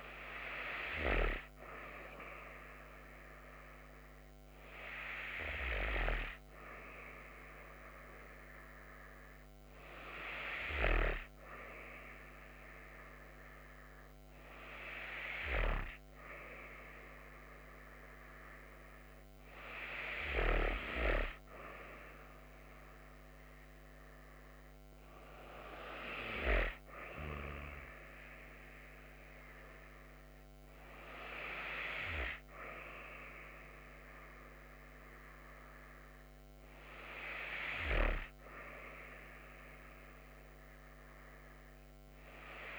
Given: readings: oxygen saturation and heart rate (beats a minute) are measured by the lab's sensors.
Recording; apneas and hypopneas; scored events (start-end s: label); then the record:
breathing in sleep by a microphone on the trachea; none
none scored
From the record:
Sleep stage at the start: N2 (light sleep); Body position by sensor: on the back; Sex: female